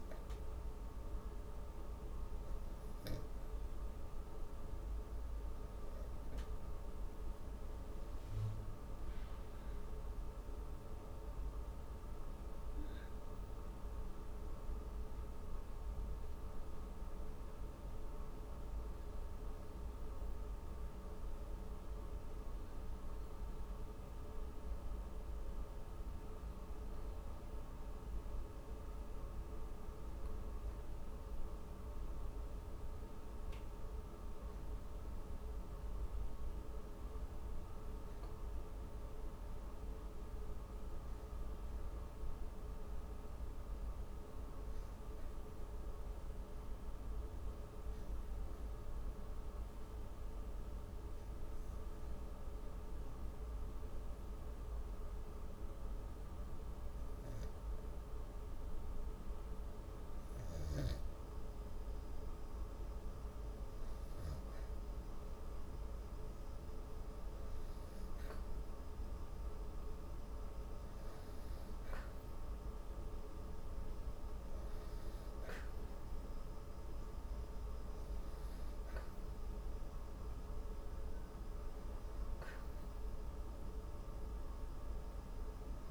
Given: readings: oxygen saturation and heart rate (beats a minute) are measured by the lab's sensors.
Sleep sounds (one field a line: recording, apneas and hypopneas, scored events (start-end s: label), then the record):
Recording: breathing in sleep, hard to hear, by a room microphone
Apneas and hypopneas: 1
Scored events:
9.00-13.50 s: arousal
46.50-61.50 s: obstructive apnea (oxygen 94% before, 93% lowest, heart rate 139 before, 125 extreme, up 34 after)
64.00-66.50 s: arousal
From the record:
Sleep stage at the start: N2 (light sleep)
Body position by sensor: on the back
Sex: female